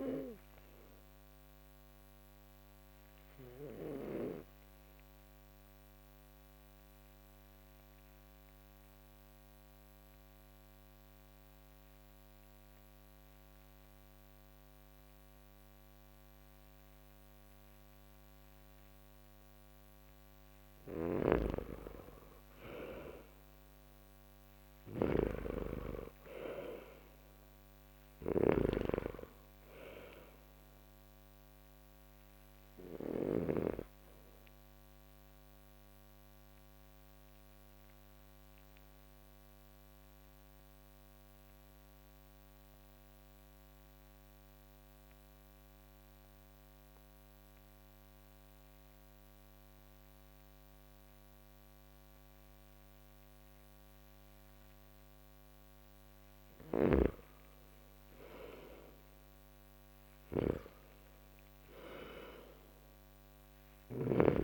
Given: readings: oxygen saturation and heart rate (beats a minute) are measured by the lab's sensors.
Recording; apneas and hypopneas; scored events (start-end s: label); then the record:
breathing in sleep by a microphone on the trachea; 2
0.00-18.50 s: oxygen desaturation (device-marked, oxygen 88% lowest)
0.50-18.00 s: obstructive apnea (oxygen 97% before, 86% lowest)
20.00-23.50 s: arousal
20.50-33.00 s: snoring (device-marked)
28.50-50.50 s: oxygen desaturation (device-marked, oxygen 96% before, 87% lowest)
34.50-55.00 s: obstructive apnea (oxygen 96% before, 86% lowest)
55.50-59.50 s: arousal
56.00-64.43 s: snoring (device-marked)
From the record:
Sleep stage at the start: N2 (light sleep); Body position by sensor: on the back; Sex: male